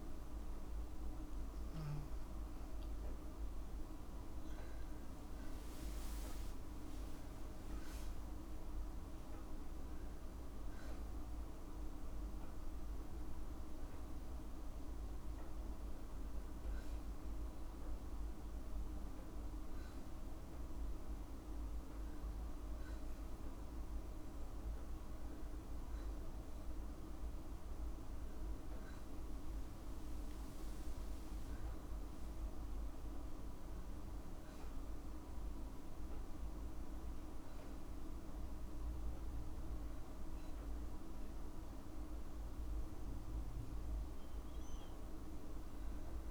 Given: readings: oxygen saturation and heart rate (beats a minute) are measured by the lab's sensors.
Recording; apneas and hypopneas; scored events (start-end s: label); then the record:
breathing in sleep, hard to hear, by a room microphone; none
29.00-46.31 s: oxygen desaturation (device-marked, oxygen 98% before, 95% lowest, heart rate 55 before, 51 extreme)
From the record:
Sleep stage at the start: N2 (light sleep); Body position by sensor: on the back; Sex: female